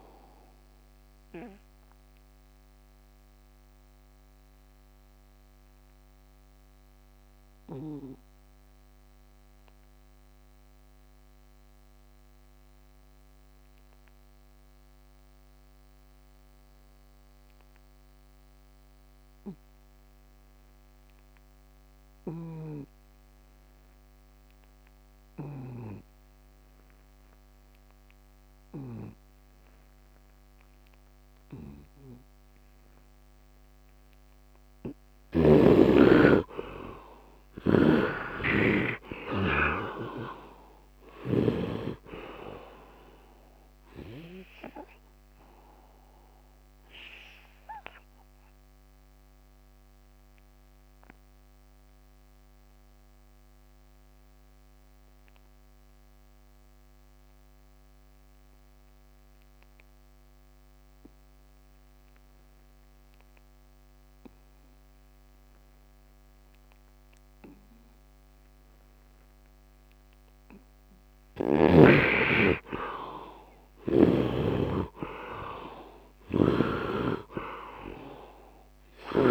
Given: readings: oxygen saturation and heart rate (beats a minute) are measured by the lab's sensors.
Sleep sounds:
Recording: breathing in sleep by a microphone on the trachea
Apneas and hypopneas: 2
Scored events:
0.00-18.50 s: oxygen desaturation (device-marked, oxygen 67% lowest, heart rate 62 extreme)
1.00-34.00 s: obstructive apnea (oxygen 99% before, 66% lowest, heart rate 83 before, 62 extreme, up 11 after)
22.00-25.50 s: snoring (device-marked)
25.50-66.50 s: oxygen desaturation (device-marked, oxygen 100% before, 66% lowest, heart rate 67 before, 65 extreme)
35.50-39.50 s: arousal
37.50-41.50 s: snoring (device-marked)
44.00-69.50 s: obstructive apnea (oxygen 100% before, 66% lowest, heart rate 79 before, 65 extreme, up 25 after)
71.50-75.50 s: arousal
71.50-79.31 s: oxygen desaturation (device-marked, oxygen 98% before, 68% lowest, heart rate 70 before, 73 extreme)
From the record:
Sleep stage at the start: N2 (light sleep)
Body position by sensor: on the right side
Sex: male

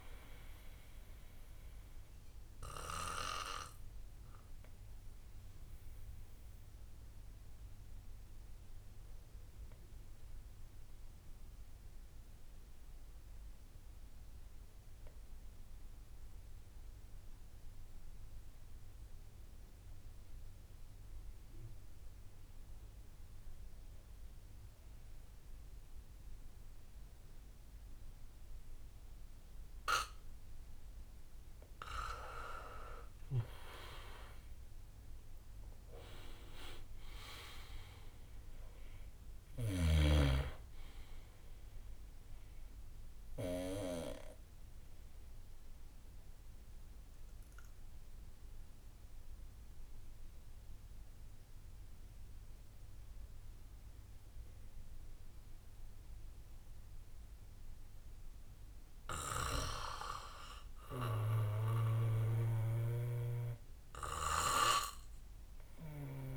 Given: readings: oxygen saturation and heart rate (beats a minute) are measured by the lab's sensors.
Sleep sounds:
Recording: breathing in sleep by a room microphone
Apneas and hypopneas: 2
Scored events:
0.00-1.50 s: bradycardia (device-marked, heart rate 58 extreme)
0.00-8.50 s: oxygen desaturation (device-marked, oxygen 82% lowest, heart rate 55 extreme)
2.00-30.00 s: obstructive apnea (oxygen 97% before, 84% lowest, heart rate 97 before, 55 extreme, up 7 after)
2.50-14.50 s: bradycardia (device-marked, heart rate 71 before, 55 extreme)
29.50-55.50 s: oxygen desaturation (device-marked, oxygen 99% before, 88% lowest, heart rate 59 before, 56 extreme)
33.50-38.50 s: arousal
45.50-53.50 s: bradycardia (device-marked, heart rate 71 before, 57 extreme)
46.00-58.00 s: obstructive apnea (oxygen 99% before, 86% lowest, heart rate 64 before, 56 extreme, up 3 after)
54.50-57.50 s: bradycardia (device-marked, heart rate 70 before, 58 extreme)
58.50-61.50 s: bradycardia (device-marked, heart rate 70 before, 58 extreme)
60.50-64.00 s: arousal
61.50-66.37 s: snoring (device-marked)
63.50-66.37 s: bradycardia (device-marked, heart rate 69 before, 59 extreme)
From the record:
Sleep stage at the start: N2 (light sleep)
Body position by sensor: on the back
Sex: male

